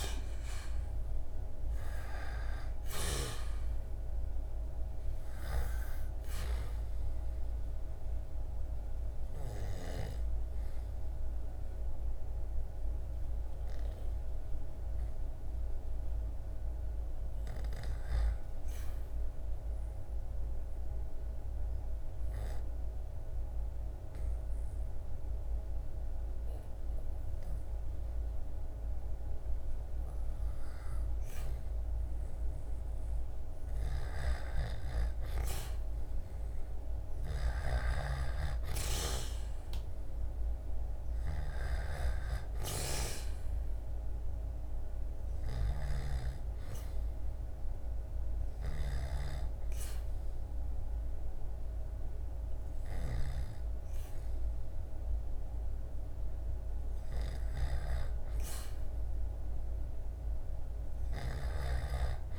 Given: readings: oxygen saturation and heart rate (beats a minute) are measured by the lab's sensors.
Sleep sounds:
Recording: breathing in sleep by a room microphone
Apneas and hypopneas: 1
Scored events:
0.00-1.00 s: arousal
4.00-9.00 s: snoring (device-marked)
18.50-30.00 s: obstructive apnea (oxygen 97% before, 92% lowest, heart rate 73 before, 69 extreme, up 0 after)
32.50-37.00 s: arousal
32.50-62.39 s: snoring (device-marked)
42.50-62.39 s: oxygen desaturation (device-marked, oxygen 96% before, 92% lowest, heart rate 73 before, 66 extreme)
60.00-62.39 s: arousal
From the record:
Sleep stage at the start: N2 (light sleep)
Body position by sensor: on the back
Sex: male

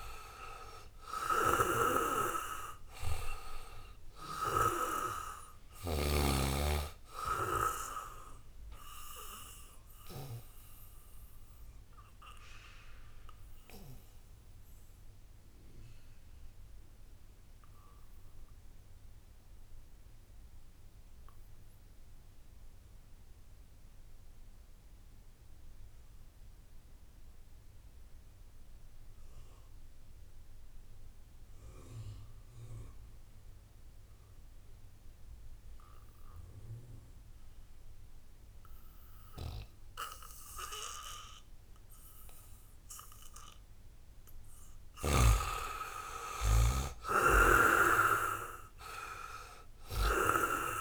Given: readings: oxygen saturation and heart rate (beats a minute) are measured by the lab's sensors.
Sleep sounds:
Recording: breathing in sleep by a room microphone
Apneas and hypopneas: 1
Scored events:
0.00-18.00 s: oxygen desaturation (device-marked, oxygen 77% lowest, heart rate 67 extreme)
8.50-42.00 s: obstructive apnea (oxygen 95% before, 75% lowest, heart rate 73 before, 62 extreme)
26.00-50.81 s: oxygen desaturation (device-marked, oxygen 98% before, 75% lowest, heart rate 76 before, 62 extreme)
43.50-48.00 s: arousal
From the record:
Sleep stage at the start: N2 (light sleep)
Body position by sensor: on the back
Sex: male

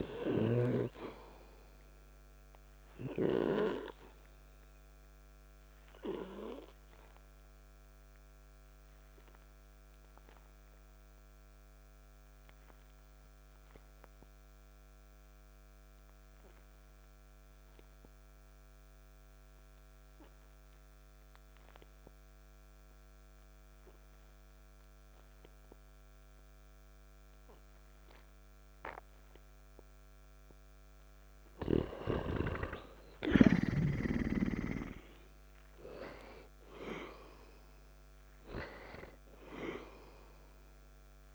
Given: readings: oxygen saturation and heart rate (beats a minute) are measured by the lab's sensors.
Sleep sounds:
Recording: breathing in sleep by a microphone on the trachea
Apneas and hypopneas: 1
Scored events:
3.00-31.00 s: obstructive apnea (oxygen 98% before, 90% lowest, heart rate 53 before, 49 extreme, up 5 after)
16.00-32.00 s: oxygen desaturation (device-marked, oxygen 95% before, 90% lowest, heart rate 55 before, 49 extreme)
34.00-38.50 s: arousal
From the record:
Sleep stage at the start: N2 (light sleep)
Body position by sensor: on the back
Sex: male

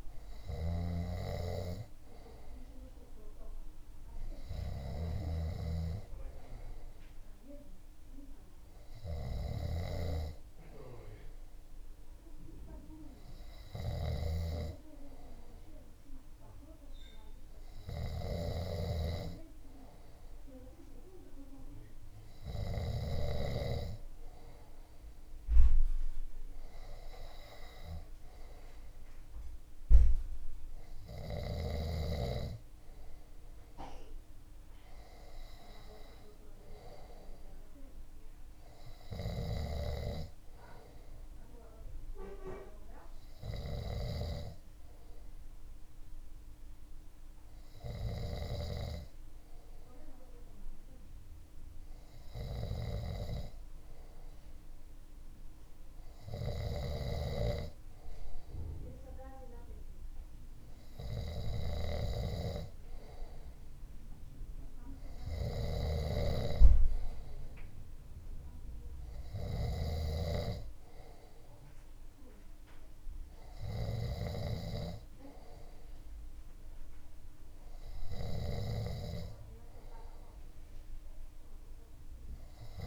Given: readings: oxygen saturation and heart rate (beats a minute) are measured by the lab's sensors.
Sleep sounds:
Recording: breathing in sleep by a room microphone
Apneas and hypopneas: none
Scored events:
none scored
From the record:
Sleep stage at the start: N2 (light sleep)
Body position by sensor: on the left side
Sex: male

